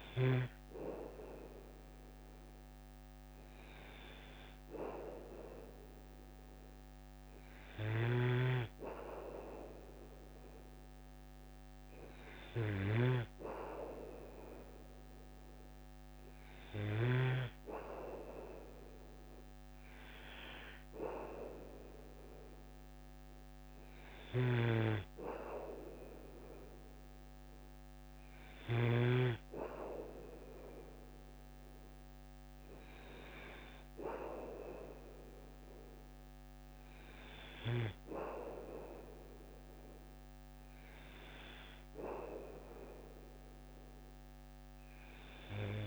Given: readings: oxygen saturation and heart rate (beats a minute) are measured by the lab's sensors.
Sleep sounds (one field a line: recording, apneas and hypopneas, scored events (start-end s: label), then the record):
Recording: breathing in sleep by a microphone on the trachea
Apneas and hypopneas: none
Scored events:
7.50-17.50 s: snoring (device-marked)
24.00-29.00 s: snoring (device-marked)
From the record:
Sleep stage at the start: N2 (light sleep)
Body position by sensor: on the back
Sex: male